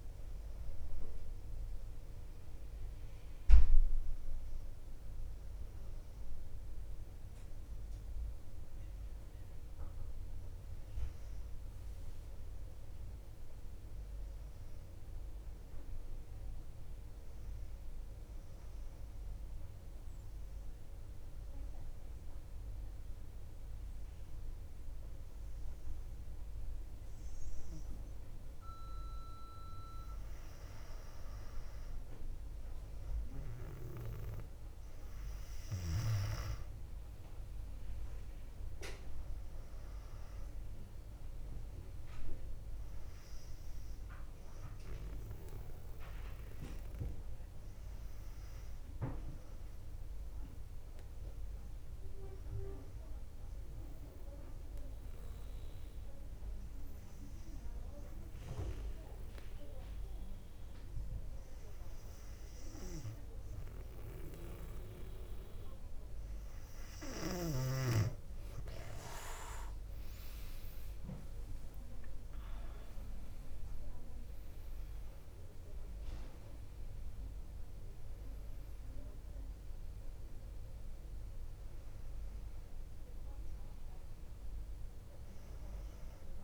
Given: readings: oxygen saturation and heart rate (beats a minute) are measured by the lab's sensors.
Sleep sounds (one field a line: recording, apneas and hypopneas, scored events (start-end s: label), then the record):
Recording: breathing in sleep by a room microphone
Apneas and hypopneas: 2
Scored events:
20.00-30.50 s: obstructive apnea (oxygen 99% before, 96% lowest, heart rate 57 before, 57 extreme, up 4 after)
33.00-37.00 s: arousal
37.00-51.00 s: oxygen desaturation (device-marked, oxygen 99% before, 96% lowest, heart rate 58 before, 57 extreme)
49.50-67.00 s: obstructive apnea (oxygen 99% before, 97% lowest, heart rate 60 before, 57 extreme, up 6 after)
71.00-76.50 s: arousal
From the record:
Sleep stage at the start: N2 (light sleep)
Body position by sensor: on the back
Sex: female